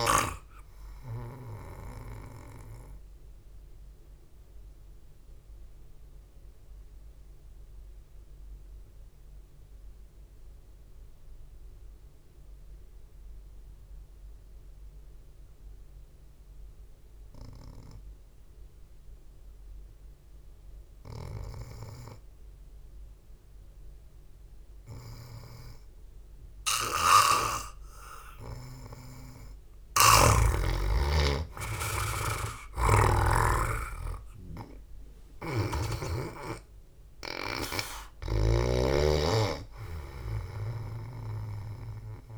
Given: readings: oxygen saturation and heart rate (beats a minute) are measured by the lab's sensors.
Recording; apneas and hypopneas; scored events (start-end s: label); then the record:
breathing in sleep by a room microphone; 1
0.00-23.00 s: oxygen desaturation (device-marked, oxygen 88% lowest, heart rate 50 extreme)
4.50-23.00 s: mixed apnea (oxygen 98% before, 88% lowest, heart rate 60 before, 50 extreme)
30.50-34.00 s: snoring (device-marked)
31.00-34.50 s: arousal
36.00-39.50 s: snoring (device-marked)
38.00-42.38 s: oxygen desaturation (device-marked, oxygen 96% before, 88% lowest, heart rate 57 before, 52 extreme)
From the record:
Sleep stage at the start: N2 (light sleep); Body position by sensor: on the back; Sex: male